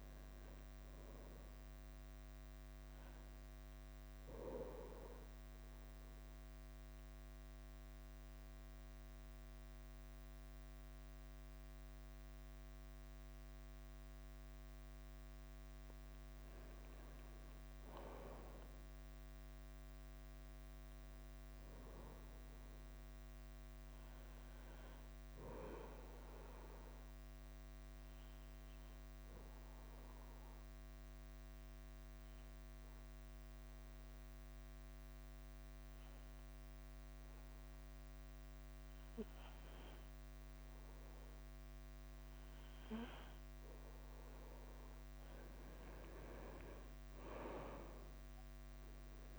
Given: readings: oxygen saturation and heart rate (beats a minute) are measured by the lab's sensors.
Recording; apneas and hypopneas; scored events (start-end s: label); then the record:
breathing in sleep by a microphone on the trachea; 2
0.00-49.39 s: bradycardia (device-marked, heart rate 40 extreme)
3.50-16.00 s: obstructive apnea (oxygen 98% before, 90% lowest, heart rate 52 before, 48 extreme, up 3 after)
18.00-21.50 s: arousal
28.50-43.50 s: obstructive apnea (oxygen 98% before, 90% lowest, heart rate 49 before, 47 extreme, up 1 after)
45.00-49.00 s: arousal
From the record:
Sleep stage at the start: N2 (light sleep); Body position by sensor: on the front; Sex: male